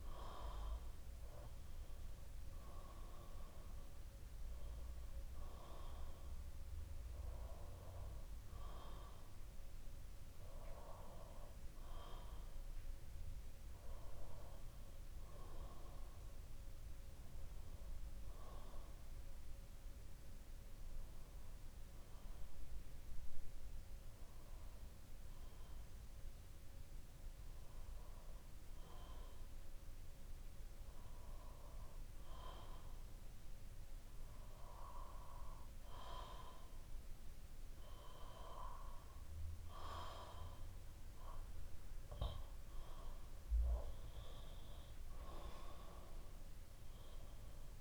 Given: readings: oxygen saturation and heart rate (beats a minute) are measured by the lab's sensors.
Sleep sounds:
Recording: breathing in sleep by a room microphone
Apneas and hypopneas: 1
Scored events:
19.00-41.50 s: obstructive apnea (oxygen 94% before, 93% lowest, heart rate 63 before, 60 extreme, up 4 after)
44.50-47.81 s: arousal
From the record:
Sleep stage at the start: N2 (light sleep)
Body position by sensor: on the back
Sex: male

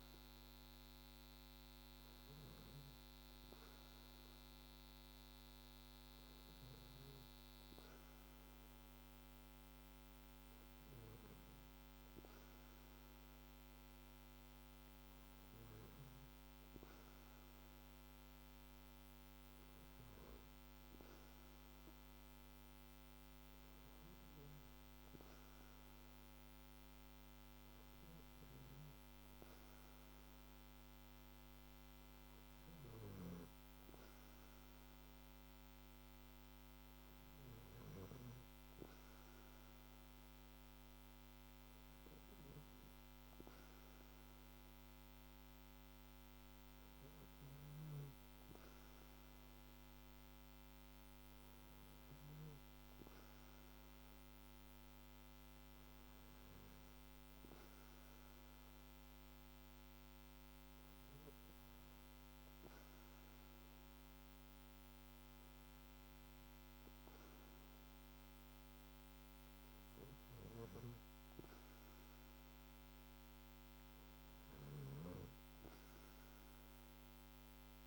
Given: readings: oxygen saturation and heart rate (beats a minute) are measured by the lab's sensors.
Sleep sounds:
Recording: breathing in sleep, hard to hear, by a microphone on the trachea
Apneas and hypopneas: none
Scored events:
none scored
From the record:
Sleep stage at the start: N2 (light sleep)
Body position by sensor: on the back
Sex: male

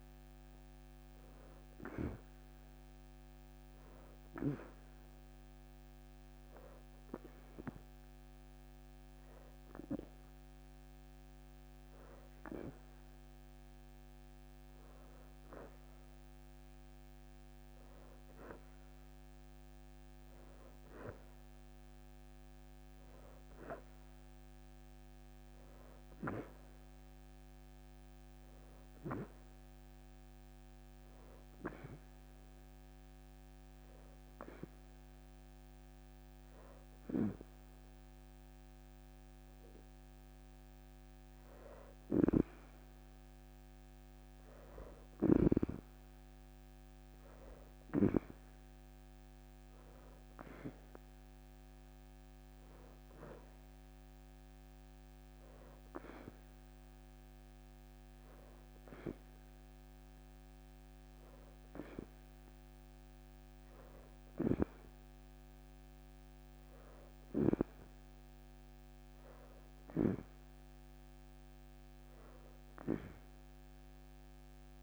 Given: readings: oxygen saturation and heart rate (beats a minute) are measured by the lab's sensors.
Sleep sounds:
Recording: breathing in sleep by a microphone on the trachea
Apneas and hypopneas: 2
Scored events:
0.00-15.00 s: oxygen desaturation (device-marked, oxygen 94% before, 89% lowest, heart rate 69 before, 44 extreme)
4.50-14.50 s: hypopnea (oxygen 96% before, 86% lowest, heart rate 69 before, 44 extreme, up 18 after)
19.50-23.00 s: arousal
25.00-36.00 s: oxygen desaturation (device-marked, oxygen 92% before, 88% lowest, heart rate 56 before, 37 extreme)
30.50-41.50 s: hypopnea (oxygen 92% before, 86% lowest, heart rate 56 before, 37 extreme, up 9 after)
32.50-33.50 s: leg movement (device-marked)
37.00-38.50 s: leg movement (device-marked)
40.00-44.00 s: leg movement (device-marked)
44.50-46.50 s: arousal
47.00-50.50 s: leg movement (device-marked)
50.00-62.00 s: oxygen desaturation (device-marked, oxygen 92% before, 86% lowest, heart rate 57 before, 45 extreme)
52.00-53.50 s: leg movement (device-marked)
59.00-62.00 s: leg movement (device-marked)
63.00-65.00 s: leg movement (device-marked)
From the record:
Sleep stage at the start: N2 (light sleep)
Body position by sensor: on the back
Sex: female

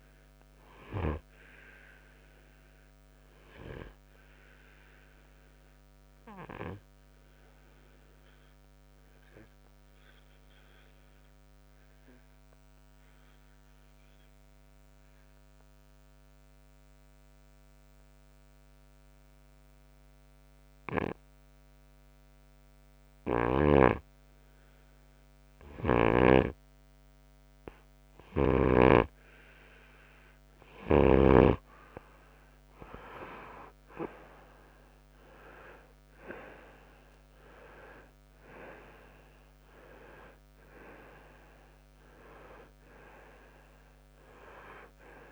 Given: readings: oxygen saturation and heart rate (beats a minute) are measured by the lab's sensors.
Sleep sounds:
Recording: breathing in sleep by a microphone on the trachea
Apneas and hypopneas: 1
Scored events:
2.50-27.50 s: obstructive apnea (oxygen 97% before, 90% lowest, heart rate 67 before, 56 extreme, up 8 after)
5.50-23.50 s: oxygen desaturation (device-marked, oxygen 95% before, 90% lowest, heart rate 65 before, 56 extreme)
34.00-40.00 s: arousal
From the record:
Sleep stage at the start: N2 (light sleep)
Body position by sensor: on the right side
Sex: male

